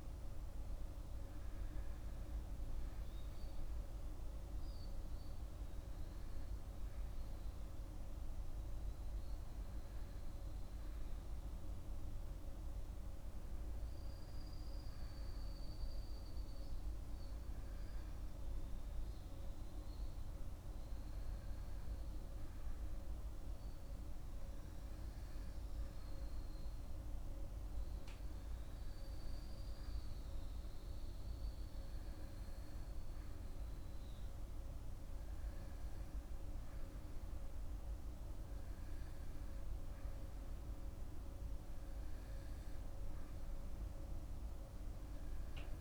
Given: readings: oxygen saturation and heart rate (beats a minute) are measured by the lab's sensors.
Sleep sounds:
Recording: breathing in sleep, hard to hear, by a room microphone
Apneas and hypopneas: none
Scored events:
none scored
From the record:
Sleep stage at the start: N2 (light sleep)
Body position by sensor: on the back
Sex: male

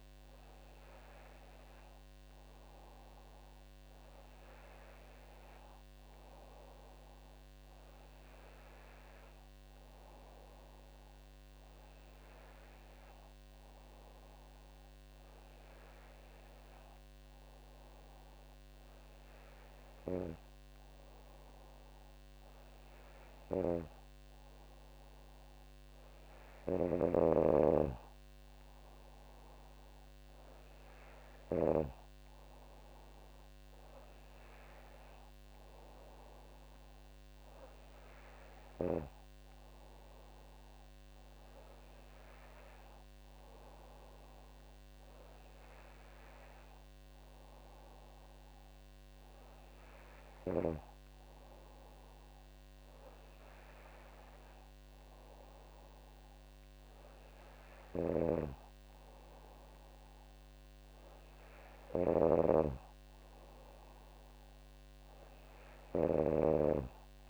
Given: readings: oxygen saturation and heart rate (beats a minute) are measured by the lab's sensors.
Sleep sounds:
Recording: breathing in sleep by a microphone on the trachea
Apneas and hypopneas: none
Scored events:
57.50-62.00 s: snoring (device-marked)
From the record:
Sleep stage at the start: N2 (light sleep)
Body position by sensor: on the back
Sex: female

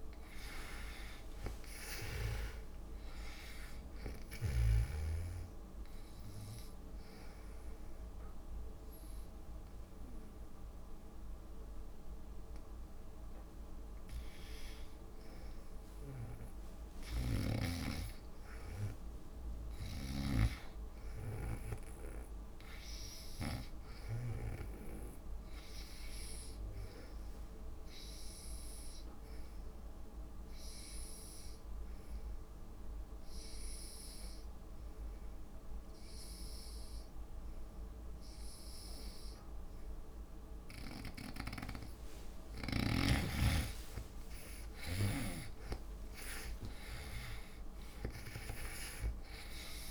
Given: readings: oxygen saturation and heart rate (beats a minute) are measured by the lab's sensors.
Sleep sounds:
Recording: breathing in sleep by a room microphone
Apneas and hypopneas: 2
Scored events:
0.50-3.50 s: arousal
5.50-15.50 s: hypopnea (oxygen 95% before, 76% lowest)
17.50-25.00 s: snoring (device-marked)
18.50-21.50 s: arousal
23.50-37.50 s: oxygen desaturation (device-marked, oxygen 96% before, 91% lowest)
29.00-42.00 s: obstructive apnea (oxygen 96% before, 76% lowest)
42.50-49.90 s: oxygen desaturation (device-marked, oxygen 92% before, 76% lowest)
44.00-47.50 s: arousal
From the record:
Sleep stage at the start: N2 (light sleep)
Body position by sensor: on the back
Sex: female

